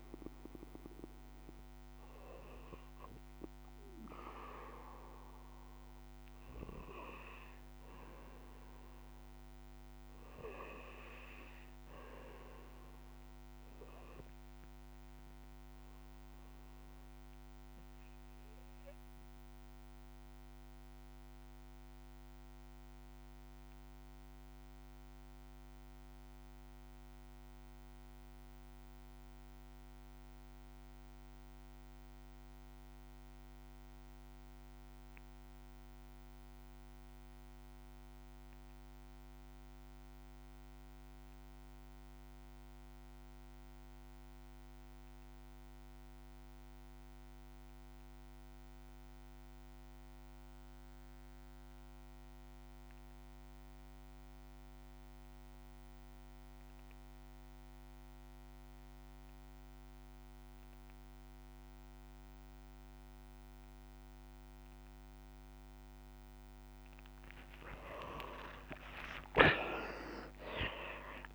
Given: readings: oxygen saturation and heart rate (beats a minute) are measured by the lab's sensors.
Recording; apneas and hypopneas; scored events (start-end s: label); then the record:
breathing in sleep by a microphone on the trachea; 1
0.00-12.50 s: oxygen desaturation (device-marked, oxygen 76% lowest, heart rate 52 extreme)
18.50-65.00 s: obstructive apnea (oxygen 99% before, 73% lowest, heart rate 62 before, 52 extreme, up 39 after)
40.50-71.35 s: oxygen desaturation (device-marked, oxygen 96% before, 73% lowest, heart rate 54 before, 54 extreme)
67.50-71.35 s: arousal
From the record:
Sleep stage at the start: REM sleep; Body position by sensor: on the back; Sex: male